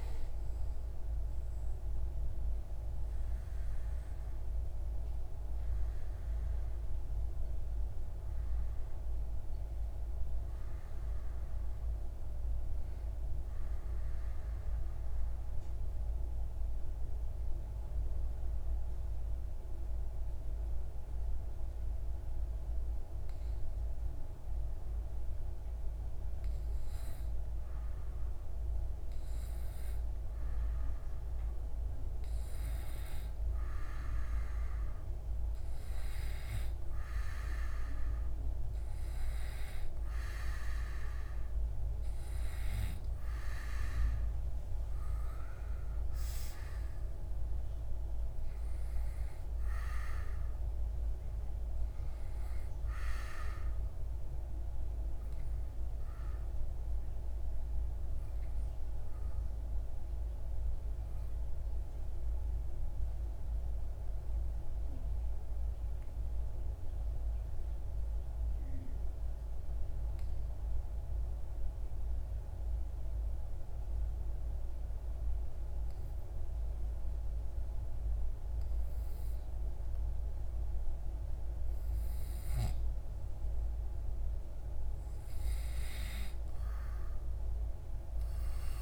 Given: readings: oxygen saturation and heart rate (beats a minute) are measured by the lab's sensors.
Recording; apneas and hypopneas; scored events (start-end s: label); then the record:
breathing in sleep, hard to hear, by a room microphone; 2
0.00-15.00 s: oxygen desaturation (device-marked, oxygen 93% lowest)
1.50-25.50 s: obstructive apnea (oxygen 97% before, 93% lowest)
27.00-31.50 s: arousal
28.00-50.00 s: oxygen desaturation (device-marked, oxygen 98% before, 93% lowest)
58.00-80.50 s: obstructive apnea (oxygen 96% before, 91% lowest)
82.50-86.00 s: arousal
83.00-88.82 s: oxygen desaturation (device-marked, oxygen 96% before, 91% lowest)
From the record:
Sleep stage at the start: N2 (light sleep); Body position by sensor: on the back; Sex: male